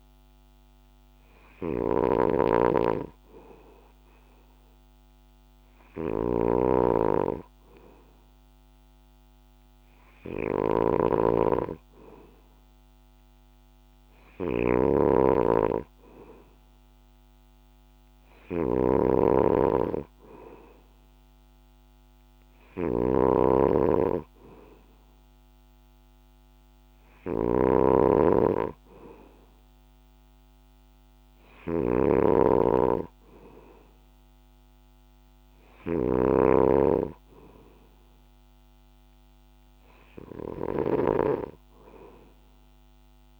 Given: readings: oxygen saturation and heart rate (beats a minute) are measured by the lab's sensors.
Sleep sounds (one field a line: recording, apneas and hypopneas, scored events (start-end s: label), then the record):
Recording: breathing in sleep by a microphone on the trachea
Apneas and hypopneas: none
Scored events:
0.00-43.40 s: snoring (device-marked)
From the record:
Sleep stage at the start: N2 (light sleep)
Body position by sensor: on the back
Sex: male